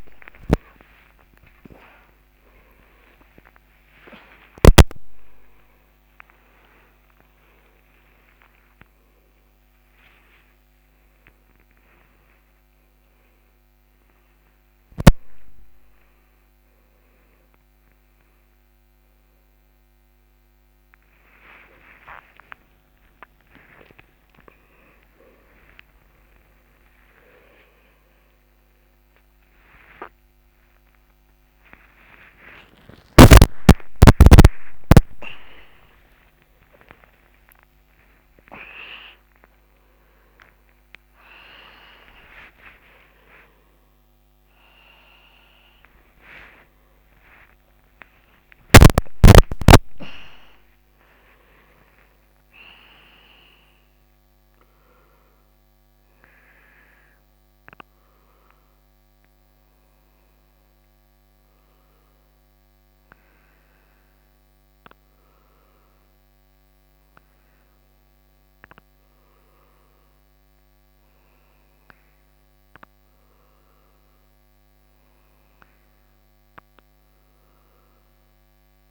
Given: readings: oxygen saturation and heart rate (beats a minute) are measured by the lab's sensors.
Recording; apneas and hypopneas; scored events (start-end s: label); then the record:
a person awake in a sleep study, by a microphone on the trachea; none
22.50-24.50 s: oxygen desaturation (device-marked, oxygen 95% before, 90% lowest, heart rate 126 before, 58 extreme)
53.50-78.90 s: new sleep stage, N1 (lightest sleep)
From the record:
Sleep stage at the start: awake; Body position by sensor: on the back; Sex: male